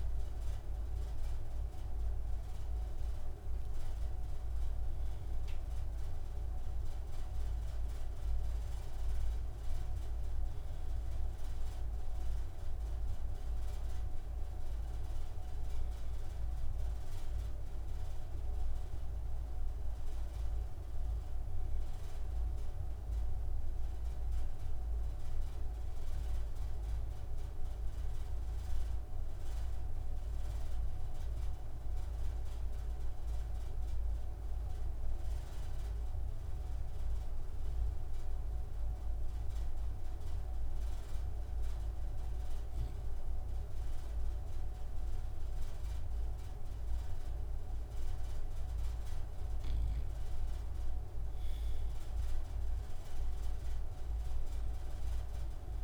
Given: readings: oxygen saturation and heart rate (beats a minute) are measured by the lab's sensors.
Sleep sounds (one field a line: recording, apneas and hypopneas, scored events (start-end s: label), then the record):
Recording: breathing in sleep, hard to hear, by a room microphone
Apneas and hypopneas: 1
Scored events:
28.00-47.50 s: obstructive apnea (oxygen 98% before, 91% lowest)
43.00-55.84 s: oxygen desaturation (device-marked, oxygen 97% before, 91% lowest)
52.50-55.84 s: arousal
From the record:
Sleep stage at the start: N2 (light sleep)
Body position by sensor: on the right side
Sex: male